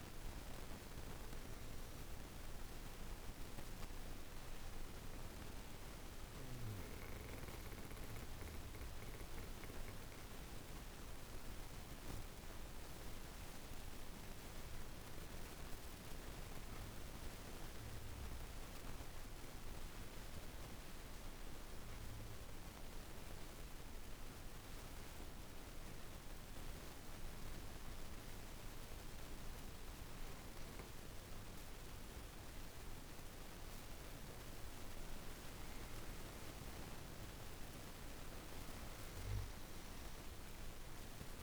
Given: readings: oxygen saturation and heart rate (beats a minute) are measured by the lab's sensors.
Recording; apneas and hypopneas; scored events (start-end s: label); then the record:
breathing in sleep, hard to hear, by a room microphone; 1
0.00-4.50 s: oxygen desaturation (device-marked, oxygen 93% lowest, heart rate 48 extreme)
5.00-29.50 s: obstructive apnea (oxygen 98% before, 91% lowest, heart rate 54 before, 48 extreme, up 5 after)
25.50-41.43 s: oxygen desaturation (device-marked, oxygen 99% before, 91% lowest, heart rate 50 before, 48 extreme)
32.50-37.00 s: arousal
From the record:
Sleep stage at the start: N2 (light sleep); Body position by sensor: on the back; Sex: female